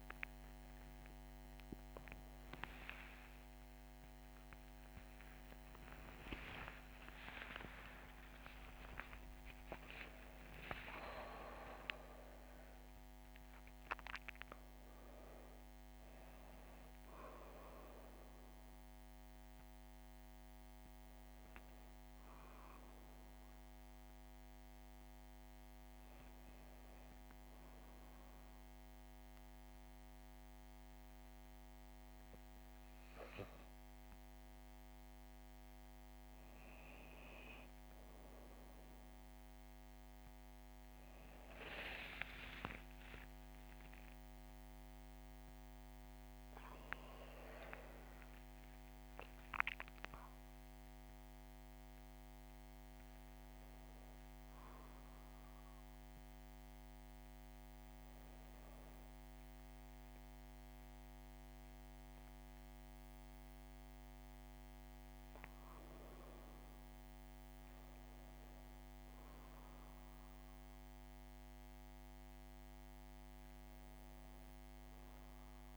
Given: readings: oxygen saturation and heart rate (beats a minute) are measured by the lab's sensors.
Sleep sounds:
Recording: a person awake in a sleep study, by a microphone on the trachea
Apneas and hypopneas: none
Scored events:
none scored
From the record:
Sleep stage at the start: awake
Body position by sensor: on the back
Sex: female

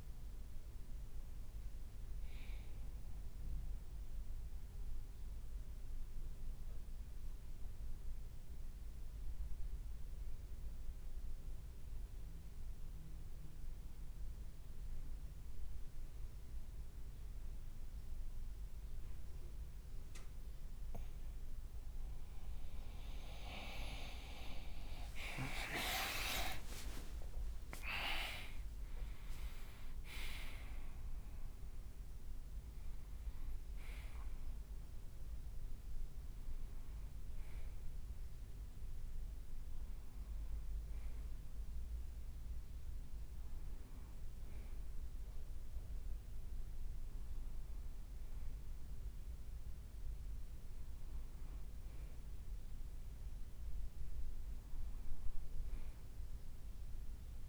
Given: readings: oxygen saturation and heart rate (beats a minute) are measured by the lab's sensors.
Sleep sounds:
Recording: breathing in sleep by a room microphone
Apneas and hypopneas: 1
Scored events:
5.00-20.00 s: obstructive apnea (oxygen 97% before, 93% lowest, heart rate 58 before, 54 extreme, up 25 after)
20.50-22.50 s: leg movement (device-marked)
22.00-26.00 s: arousal
23.00-24.00 s: leg movement (device-marked)
24.50-29.00 s: leg movement (device-marked)
25.50-27.50 s: long interval between heartbeats (device-marked, heart rate 56 before, 76 extreme)
26.00-56.00 s: new sleep stage, N1 (lightest sleep)
56.00-57.49 s: new sleep stage, N2 (light sleep)
From the record:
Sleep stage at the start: N2 (light sleep)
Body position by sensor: on the right side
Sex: male

